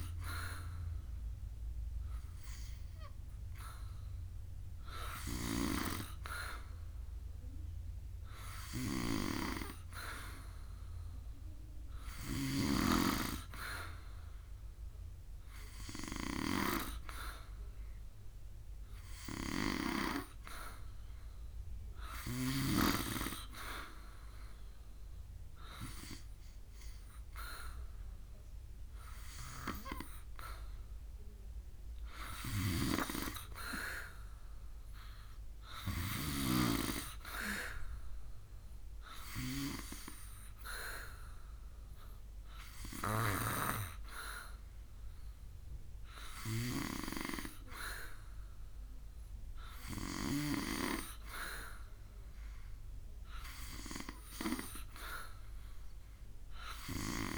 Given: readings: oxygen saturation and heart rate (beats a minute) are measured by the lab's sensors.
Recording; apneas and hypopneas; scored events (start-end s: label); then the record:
breathing in sleep by a room microphone; none
none scored
From the record:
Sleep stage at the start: N2 (light sleep); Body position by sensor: on the back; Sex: male